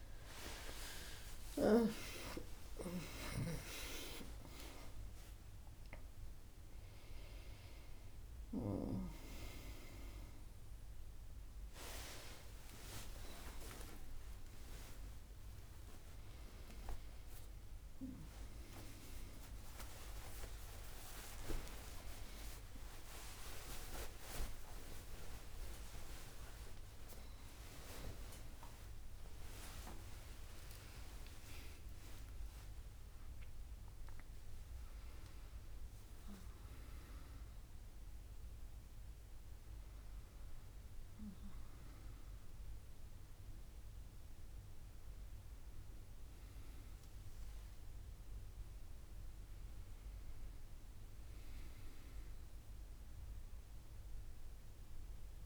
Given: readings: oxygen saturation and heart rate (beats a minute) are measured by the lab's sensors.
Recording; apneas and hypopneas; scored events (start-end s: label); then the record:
a person awake in a sleep study, by a room microphone; none
0.00-6.00 s: tachycardia (device-marked, heart rate 137 extreme)
9.00-33.00 s: tachycardia (device-marked, heart rate 69 before, 167 extreme)
From the record:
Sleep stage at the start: awake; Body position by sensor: on the back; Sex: female